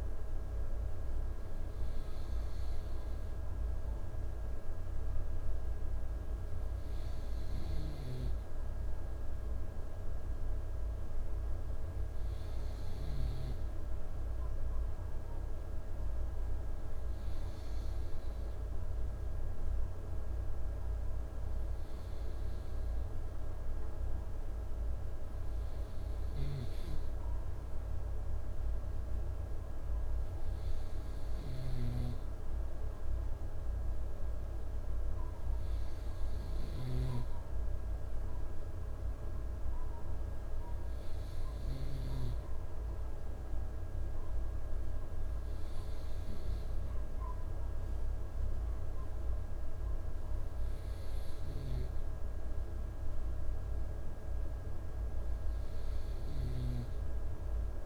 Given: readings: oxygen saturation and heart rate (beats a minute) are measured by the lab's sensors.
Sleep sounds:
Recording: breathing in sleep, hard to hear, by a room microphone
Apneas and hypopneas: none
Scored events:
none scored
From the record:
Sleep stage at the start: N2 (light sleep)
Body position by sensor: on the right side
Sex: male

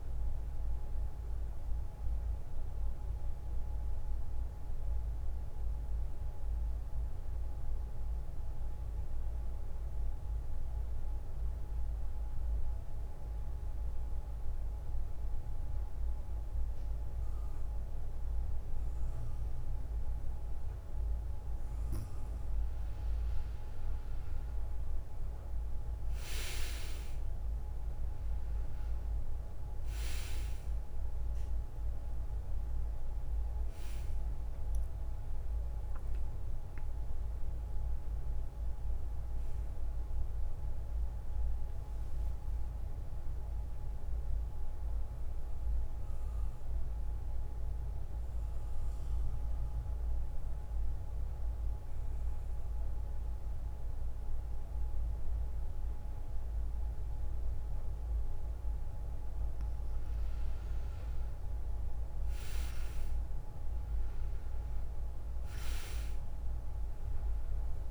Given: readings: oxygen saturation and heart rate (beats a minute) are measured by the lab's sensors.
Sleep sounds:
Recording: breathing in sleep, hard to hear, by a room microphone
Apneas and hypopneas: 2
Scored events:
0.00-9.50 s: oxygen desaturation (device-marked, oxygen 86% lowest, heart rate 57 extreme)
6.00-22.00 s: central apnea (oxygen 97% before, 86% lowest, heart rate 64 before, 56 extreme, up 4 after)
24.00-28.00 s: arousal
29.50-49.50 s: oxygen desaturation (device-marked, oxygen 100% before, 91% lowest, heart rate 60 before, 55 extreme)
41.00-59.50 s: mixed apnea (oxygen 100% before, 91% lowest, heart rate 60 before, 55 extreme, up 7 after)
61.00-64.50 s: arousal
63.50-67.91 s: oxygen desaturation (device-marked, oxygen 99% before, 91% lowest, heart rate 59 before, 56 extreme)
From the record:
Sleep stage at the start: N2 (light sleep)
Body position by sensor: on the back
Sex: female

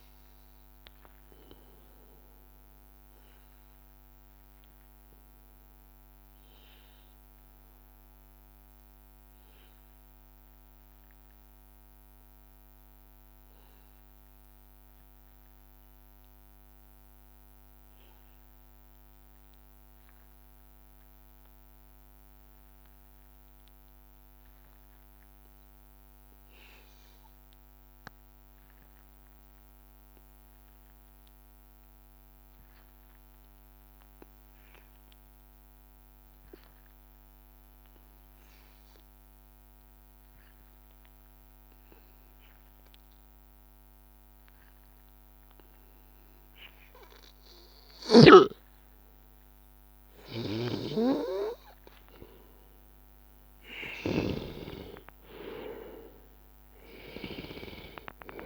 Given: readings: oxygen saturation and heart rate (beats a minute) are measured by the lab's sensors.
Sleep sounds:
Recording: breathing in sleep by a microphone on the trachea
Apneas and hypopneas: 1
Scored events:
0.00-18.00 s: oxygen desaturation (device-marked, oxygen 89% lowest, heart rate 81 extreme)
3.00-47.50 s: obstructive apnea (oxygen 97% before, 89% lowest, heart rate 86 before, 81 extreme, up 1 after)
38.00-58.45 s: oxygen desaturation (device-marked, oxygen 98% before, 89% lowest, heart rate 84 before, 82 extreme)
51.50-58.00 s: arousal
From the record:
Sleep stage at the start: N2 (light sleep)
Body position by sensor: on the back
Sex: male

